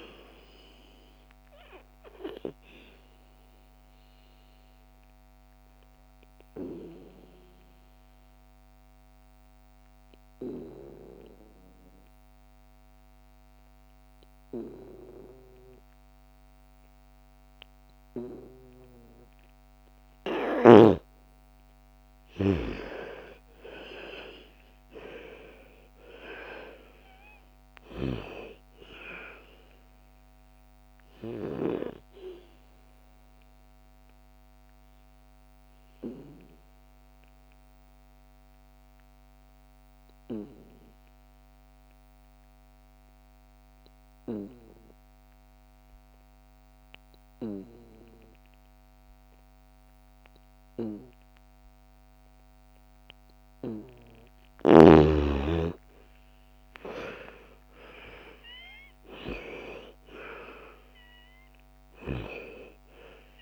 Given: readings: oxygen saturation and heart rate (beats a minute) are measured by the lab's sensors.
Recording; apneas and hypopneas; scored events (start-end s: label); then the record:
breathing in sleep by a microphone on the trachea; 2
0.50-19.00 s: obstructive apnea (oxygen 99% before, 81% lowest, heart rate 58 before, 53 extreme, up 10 after)
1.00-15.00 s: oxygen desaturation (device-marked, oxygen 99% before, 88% lowest, heart rate 58 before, 53 extreme)
20.00-42.00 s: oxygen desaturation (device-marked, oxygen 98% before, 84% lowest, heart rate 60 before, 53 extreme)
22.00-27.00 s: arousal
31.50-53.00 s: obstructive apnea (oxygen 98% before, 81% lowest, heart rate 61 before, 53 extreme, up 12 after)
51.00-63.41 s: oxygen desaturation (device-marked, oxygen 99% before, 81% lowest, heart rate 58 before, 55 extreme)
55.00-60.00 s: arousal
From the record:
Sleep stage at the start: N2 (light sleep); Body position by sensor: on the back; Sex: female